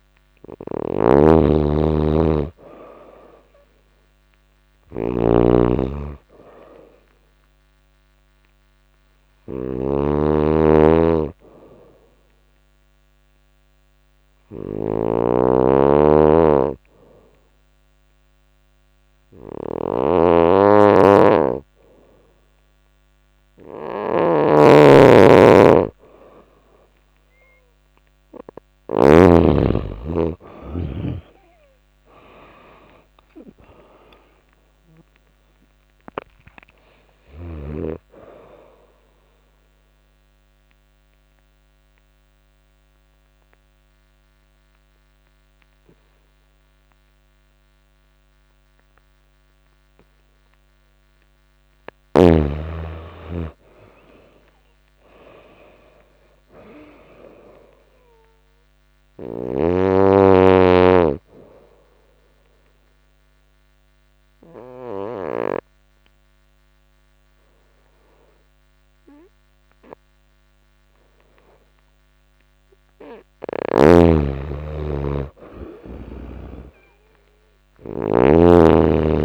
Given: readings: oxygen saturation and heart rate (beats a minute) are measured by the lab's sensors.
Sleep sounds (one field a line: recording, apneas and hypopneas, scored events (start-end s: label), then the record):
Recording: breathing in sleep by a microphone on the trachea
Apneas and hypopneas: 3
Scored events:
0.00-28.50 s: snoring (device-marked)
12.50-24.00 s: hypopnea (oxygen 94% before, 88% lowest, heart rate 89 before, 87 extreme, up 22 after)
21.50-32.50 s: oxygen desaturation (device-marked, oxygen 94% before, 90% lowest, heart rate 89 before, 87 extreme)
29.00-33.00 s: arousal
39.50-51.00 s: obstructive apnea (oxygen 94% before, 88% lowest, heart rate 96 before, 87 extreme, up 5 after)
52.00-56.00 s: arousal
58.50-73.50 s: oxygen desaturation (device-marked, oxygen 96% before, 88% lowest, heart rate 90 before, 86 extreme)
62.00-73.00 s: obstructive apnea (oxygen 96% before, 88% lowest, heart rate 90 before, 86 extreme, up 0 after)
74.50-78.00 s: arousal
From the record:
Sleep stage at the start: N2 (light sleep)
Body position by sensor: on the back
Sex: female